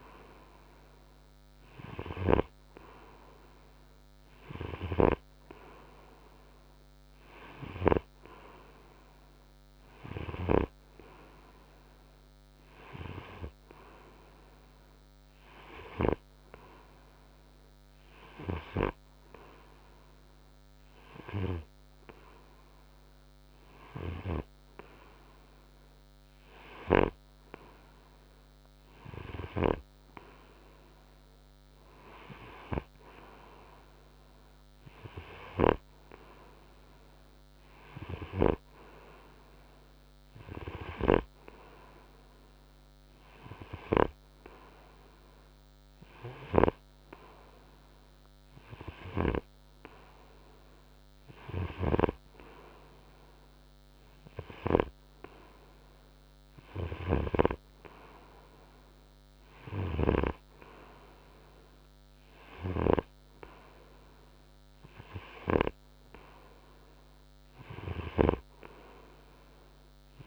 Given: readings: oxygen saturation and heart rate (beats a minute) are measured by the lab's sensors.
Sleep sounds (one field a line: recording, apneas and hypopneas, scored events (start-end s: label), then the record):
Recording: breathing in sleep by a microphone on the trachea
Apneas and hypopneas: none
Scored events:
51.50-57.50 s: snoring (device-marked)
From the record:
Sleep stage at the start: N2 (light sleep)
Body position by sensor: on the front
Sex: male